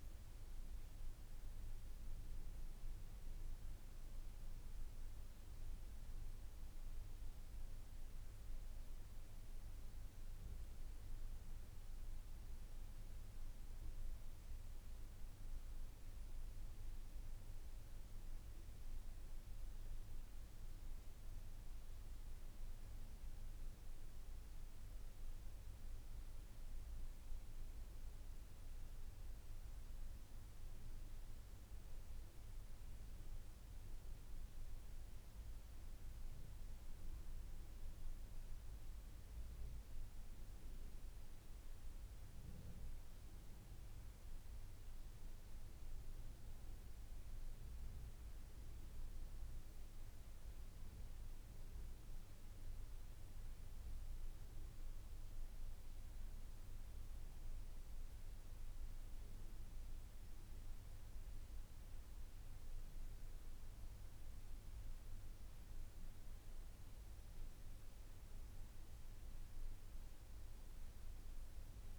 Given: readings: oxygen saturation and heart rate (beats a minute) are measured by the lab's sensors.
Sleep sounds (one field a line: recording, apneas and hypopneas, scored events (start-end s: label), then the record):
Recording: breathing in sleep, hard to hear, by a room microphone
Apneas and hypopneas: none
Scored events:
61.00-71.99 s: new sleep stage, N3 (deep sleep)
From the record:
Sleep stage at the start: N2 (light sleep)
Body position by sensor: on the back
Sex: male